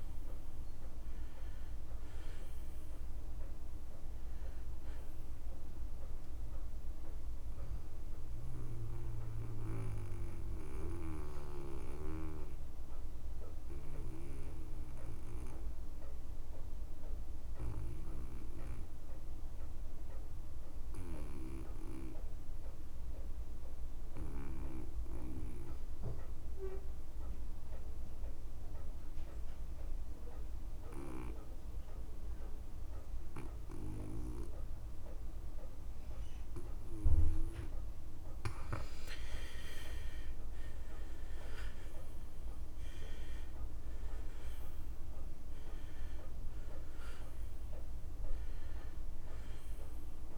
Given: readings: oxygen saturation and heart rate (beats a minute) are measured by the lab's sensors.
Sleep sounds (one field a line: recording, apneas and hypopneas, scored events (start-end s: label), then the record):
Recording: breathing in sleep by a room microphone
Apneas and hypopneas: 1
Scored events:
0.00-22.50 s: oxygen desaturation (device-marked, oxygen 86% lowest)
8.00-37.00 s: obstructive apnea (oxygen 100% before, 82% lowest)
36.50-50.38 s: oxygen desaturation (device-marked, oxygen 98% before, 82% lowest)
40.00-44.00 s: arousal
From the record:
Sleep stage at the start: N2 (light sleep)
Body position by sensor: on the back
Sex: male